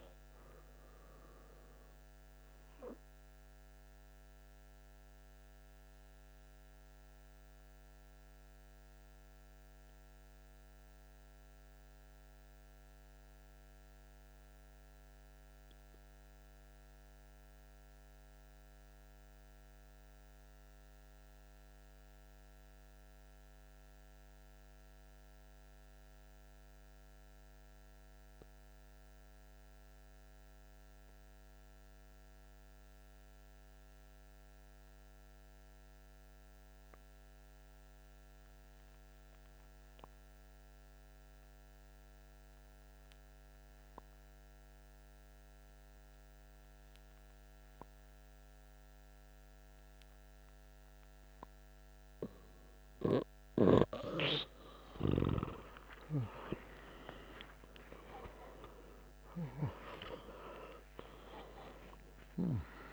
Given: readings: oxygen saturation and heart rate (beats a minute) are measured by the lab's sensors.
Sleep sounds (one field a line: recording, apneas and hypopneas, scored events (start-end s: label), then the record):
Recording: breathing in sleep by a microphone on the trachea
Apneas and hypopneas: 1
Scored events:
0.00-9.00 s: oxygen desaturation (device-marked, oxygen 88% lowest, heart rate 49 extreme)
1.00-53.00 s: mixed apnea (oxygen 95% before, 87% lowest)
34.00-62.93 s: oxygen desaturation (device-marked, oxygen 97% before, 87% lowest)
55.50-62.93 s: arousal
From the record:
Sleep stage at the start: N2 (light sleep)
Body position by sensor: on the back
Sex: male